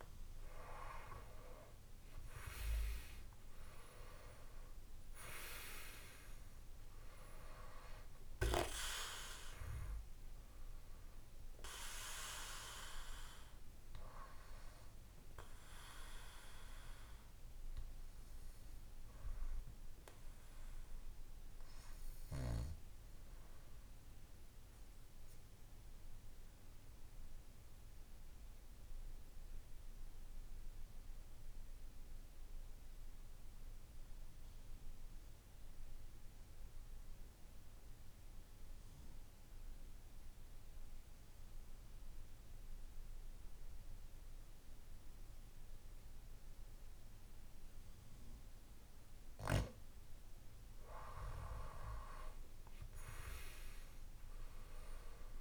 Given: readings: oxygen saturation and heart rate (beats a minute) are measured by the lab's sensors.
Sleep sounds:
breathing in sleep by a room microphone; 1
0.00-4.50 s: arousal
2.00-34.00 s: oxygen desaturation (device-marked, oxygen 97% before, 87% lowest, heart rate 57 before, 56 extreme)
20.00-49.50 s: obstructive apnea (oxygen 97% before, 87% lowest, heart rate 60 before, 56 extreme, up 8 after)
51.50-55.41 s: arousal
From the record:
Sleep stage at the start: N2 (light sleep); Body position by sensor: on the back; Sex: male

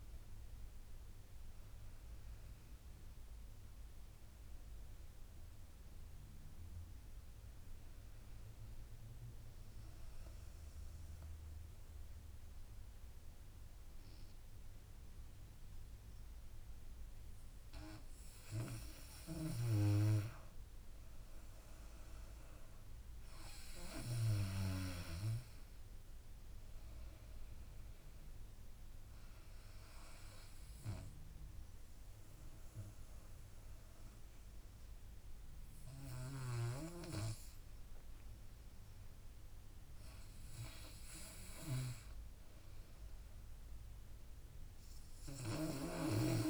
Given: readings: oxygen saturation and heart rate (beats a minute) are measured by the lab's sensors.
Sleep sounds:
breathing in sleep by a room microphone; 1
0.00-2.00 s: drop in pulse transit time (device-marked, heart rate 82 extreme)
0.00-7.00 s: oxygen desaturation (device-marked, oxygen 91% lowest, heart rate 72 extreme)
9.50-20.50 s: obstructive apnea (oxygen 98% before, 92% lowest, heart rate 83 before, 72 extreme, up 11 after)
23.50-27.50 s: arousal
From the record:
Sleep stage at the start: N2 (light sleep); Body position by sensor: on the back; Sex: female

